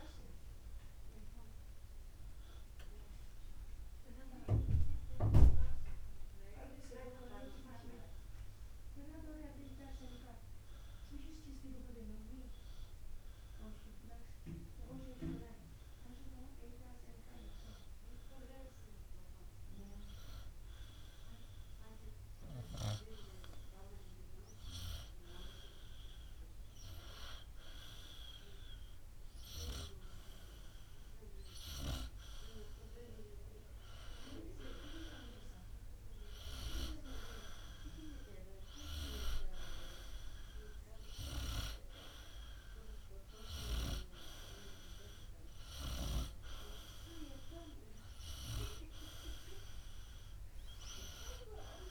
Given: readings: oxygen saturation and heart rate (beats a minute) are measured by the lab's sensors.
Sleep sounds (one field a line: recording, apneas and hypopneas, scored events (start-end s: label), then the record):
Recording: breathing in sleep by a room microphone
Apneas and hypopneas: 1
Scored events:
19.50-34.50 s: hypopnea (oxygen 97% before, 94% lowest, heart rate 62 before, 59 extreme, up 1 after)
38.50-42.50 s: arousal
From the record:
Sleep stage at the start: N2 (light sleep)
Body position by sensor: on the right side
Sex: male